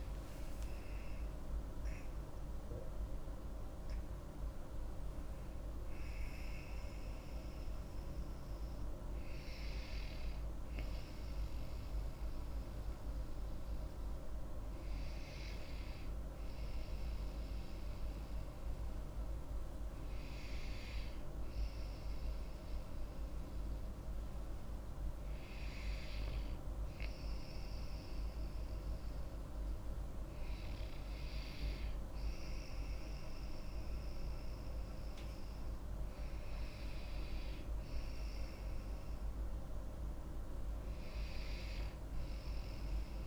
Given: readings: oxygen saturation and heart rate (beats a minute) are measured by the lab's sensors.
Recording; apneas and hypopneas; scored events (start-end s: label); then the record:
breathing in sleep, hard to hear, by a room microphone; none
0.00-3.50 s: arousal
From the record:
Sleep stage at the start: N2 (light sleep); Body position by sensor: on the back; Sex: female